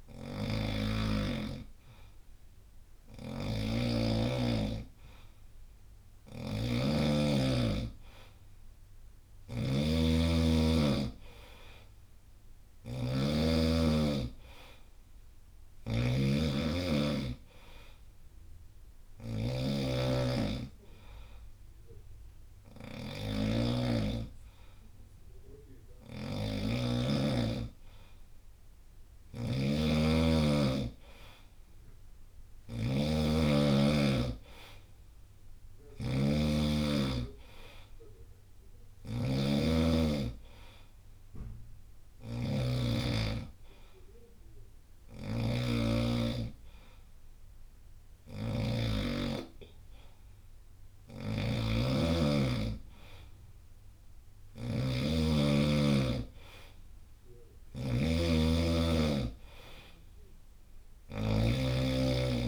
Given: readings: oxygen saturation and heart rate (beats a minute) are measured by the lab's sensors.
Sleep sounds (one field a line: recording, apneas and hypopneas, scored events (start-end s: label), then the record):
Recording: breathing in sleep by a room microphone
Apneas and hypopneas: 2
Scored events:
0.00-13.00 s: snoring (device-marked)
11.50-15.00 s: arousal
15.00-26.50 s: snoring (device-marked)
18.00-28.00 s: hypopnea (oxygen 93% before, 90% lowest, heart rate 70 before, 63 extreme, up 2 after)
28.50-48.50 s: snoring (device-marked)
29.50-33.50 s: arousal
34.50-36.50 s: long interval between heartbeats (device-marked, heart rate 69 before, 69 extreme)
37.50-53.50 s: oxygen desaturation (device-marked, oxygen 93% before, 90% lowest, heart rate 69 before, 63 extreme)
40.50-51.00 s: hypopnea (oxygen 93% before, 90% lowest, heart rate 69 before, 63 extreme, up 7 after)
50.50-62.48 s: snoring (device-marked)
55.00-59.00 s: arousal
60.50-62.48 s: oxygen desaturation (device-marked, oxygen 94% before, 90% lowest, heart rate 67 before, 63 extreme)
From the record:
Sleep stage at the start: N2 (light sleep)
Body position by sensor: on the right side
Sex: male